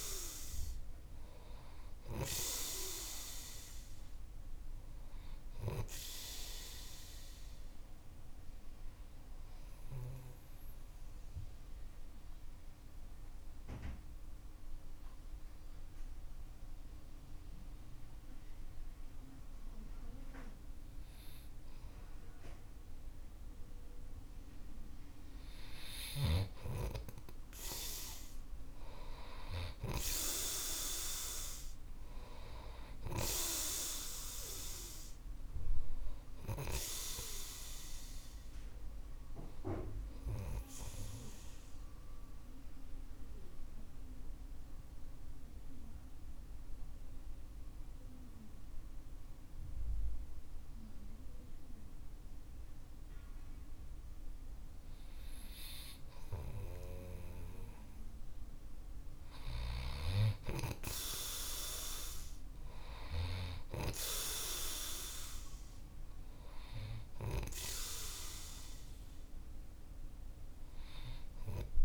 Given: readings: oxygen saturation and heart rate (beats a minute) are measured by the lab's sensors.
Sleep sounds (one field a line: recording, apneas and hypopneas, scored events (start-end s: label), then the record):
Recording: breathing in sleep by a room microphone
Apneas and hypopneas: 2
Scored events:
10.00-24.00 s: obstructive apnea (oxygen 97% before, 91% lowest, heart rate 51 before, 47 extreme, up 7 after)
24.00-37.00 s: oxygen desaturation (device-marked, oxygen 97% before, 91% lowest, heart rate 48 before, 49 extreme)
26.00-30.50 s: arousal
26.00-37.00 s: snoring (device-marked)
41.50-56.00 s: obstructive apnea (oxygen 97% before, 91% lowest, heart rate 52 before, 49 extreme, up 4 after)
54.00-65.00 s: oxygen desaturation (device-marked, oxygen 96% before, 92% lowest, heart rate 52 before, 49 extreme)
60.00-68.00 s: snoring (device-marked)
60.50-64.50 s: arousal
From the record:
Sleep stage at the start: N2 (light sleep)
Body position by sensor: on the right side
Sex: male